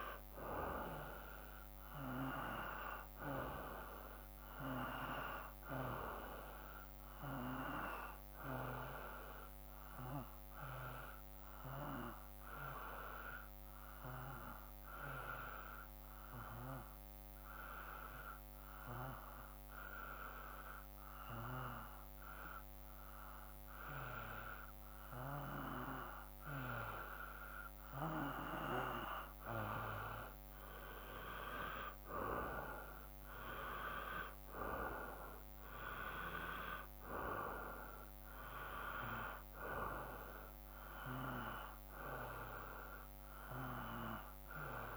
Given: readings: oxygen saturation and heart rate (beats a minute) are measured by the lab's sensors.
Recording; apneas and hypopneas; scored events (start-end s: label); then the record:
breathing in sleep by a microphone on the trachea; 1
0.00-4.00 s: arousal
0.00-7.00 s: oxygen desaturation (device-marked, oxygen 91% lowest, heart rate 54 extreme)
10.00-26.50 s: hypopnea (oxygen 95% before, 91% lowest, heart rate 57 before, 53 extreme, up 4 after)
29.00-33.50 s: arousal
33.00-44.97 s: oxygen desaturation (device-marked, oxygen 95% before, 91% lowest, heart rate 55 before, 53 extreme)
From the record:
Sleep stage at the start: N2 (light sleep); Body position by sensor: on the back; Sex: male